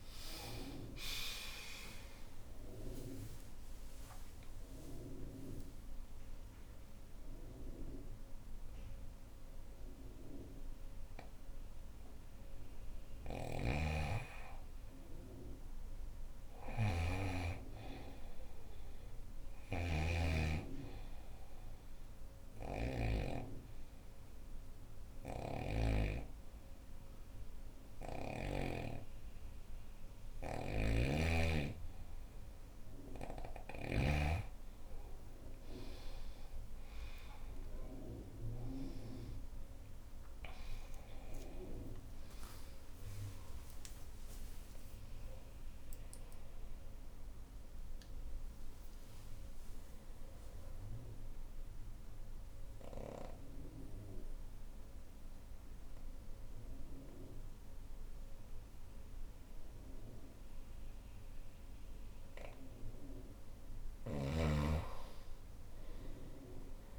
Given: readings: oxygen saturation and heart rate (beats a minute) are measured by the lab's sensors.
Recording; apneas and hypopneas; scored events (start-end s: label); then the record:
breathing in sleep by a room microphone; 2
0.00-4.50 s: arousal
12.50-22.50 s: snoring (device-marked)
21.00-32.00 s: hypopnea (oxygen 98% before, 93% lowest, heart rate 76 before, 67 extreme, up 8 after)
24.50-28.00 s: snoring (device-marked)
30.00-33.50 s: snoring (device-marked)
36.00-41.00 s: arousal
42.00-53.00 s: oxygen desaturation (device-marked, oxygen 97% before, 93% lowest, heart rate 70 before, 63 extreme)
50.50-62.00 s: obstructive apnea (oxygen 98% before, 94% lowest, heart rate 78 before, 63 extreme, up 6 after)
63.00-66.98 s: snoring (device-marked)
65.00-66.98 s: arousal
From the record:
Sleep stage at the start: N2 (light sleep); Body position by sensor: on the right side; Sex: female